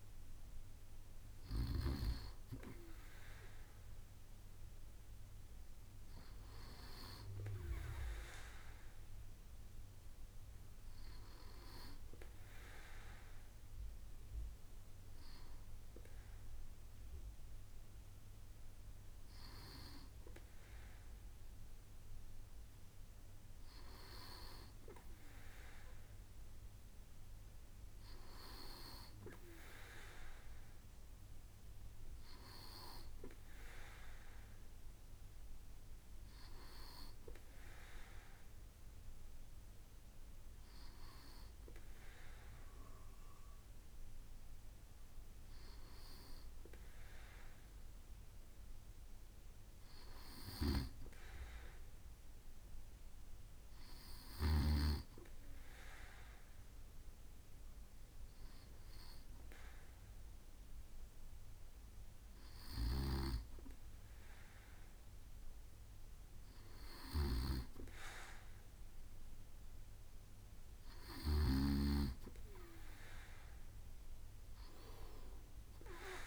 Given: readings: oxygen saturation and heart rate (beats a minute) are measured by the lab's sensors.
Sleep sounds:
breathing in sleep by a room microphone; 1
39.00-60.00 s: hypopnea (oxygen 99% before, 96% lowest, heart rate 68 before, 63 extreme, up 5 after)
63.00-66.50 s: arousal
From the record:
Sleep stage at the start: N2 (light sleep); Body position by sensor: on the right side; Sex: male

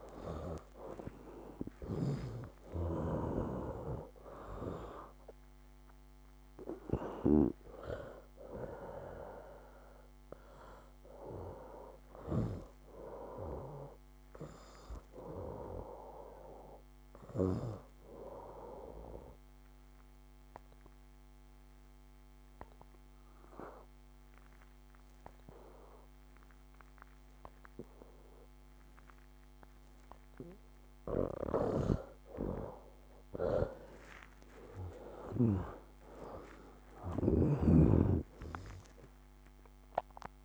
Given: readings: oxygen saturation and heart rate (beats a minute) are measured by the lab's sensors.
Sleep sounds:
breathing in sleep by a microphone on the trachea; 1
0.00-2.50 s: oxygen desaturation (device-marked, oxygen 81% lowest, heart rate 64 extreme)
4.00-9.00 s: arousal
12.00-17.50 s: snoring (device-marked)
18.50-30.50 s: obstructive apnea (oxygen 99% before, 87% lowest, heart rate 69 before, 63 extreme, up 6 after)
31.50-35.50 s: snoring (device-marked)
34.00-38.50 s: arousal
From the record:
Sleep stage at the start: N2 (light sleep); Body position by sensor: on the back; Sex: male

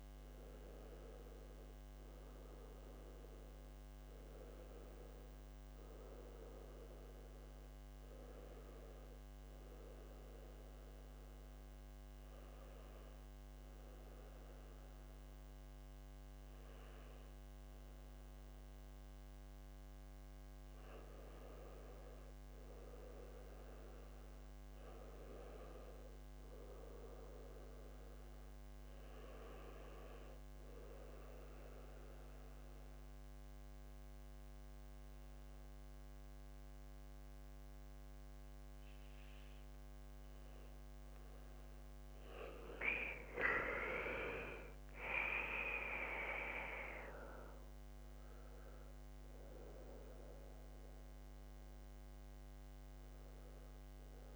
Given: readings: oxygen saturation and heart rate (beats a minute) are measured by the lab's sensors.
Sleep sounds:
breathing in sleep by a microphone on the trachea; 1
23.50-27.00 s: arousal
29.50-42.50 s: oxygen desaturation (device-marked, oxygen 95% before, 92% lowest, heart rate 77 before, 74 extreme)
31.00-42.00 s: central apnea (oxygen 95% before, 89% lowest, heart rate 77 before, 74 extreme, up 7 after)
43.50-47.00 s: arousal
From the record:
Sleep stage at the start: N2 (light sleep); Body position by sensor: on the back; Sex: male

